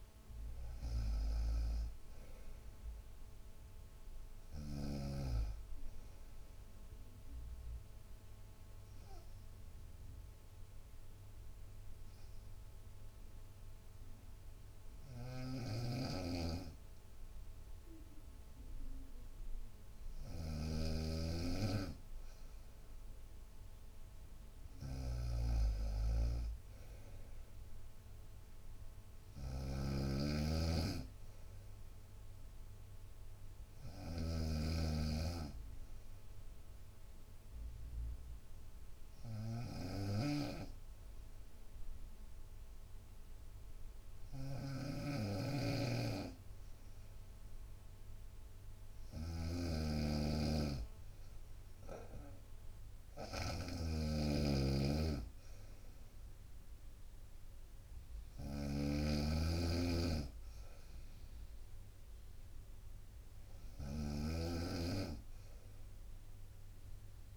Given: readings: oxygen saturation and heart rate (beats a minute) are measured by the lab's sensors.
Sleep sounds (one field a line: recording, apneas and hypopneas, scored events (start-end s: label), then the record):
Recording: breathing in sleep by a room microphone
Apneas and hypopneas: 2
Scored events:
7.50-20.50 s: obstructive apnea (oxygen 97% before, 94% lowest, heart rate 62 before, 58 extreme, up 0 after)
15.00-67.37 s: snoring (device-marked)
20.00-27.00 s: bradycardia (device-marked, heart rate 65 before, 59 extreme)
22.50-27.00 s: arousal
37.00-40.00 s: bradycardia (device-marked, heart rate 65 before, 60 extreme)
37.00-49.50 s: obstructive apnea (oxygen 97% before, 94% lowest, heart rate 60 before, 60 extreme, up 4 after)
52.00-55.50 s: arousal
60.00-62.00 s: long interval between heartbeats (device-marked, heart rate 62 before, 63 extreme)
From the record:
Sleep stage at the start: N2 (light sleep)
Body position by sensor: on the right side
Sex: female